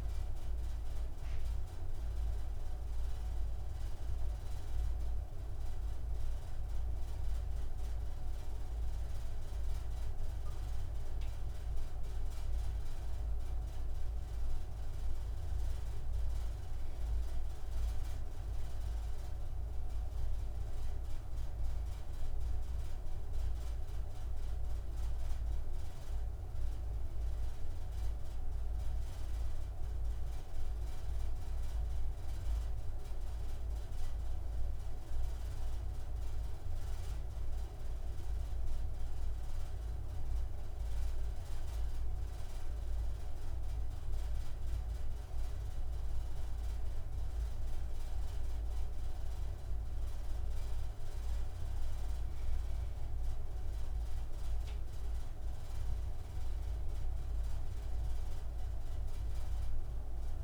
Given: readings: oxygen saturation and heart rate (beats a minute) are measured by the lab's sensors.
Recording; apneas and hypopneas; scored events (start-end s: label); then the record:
breathing in sleep, hard to hear, by a room microphone; none
none scored
From the record:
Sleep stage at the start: N2 (light sleep); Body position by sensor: on the right side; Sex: male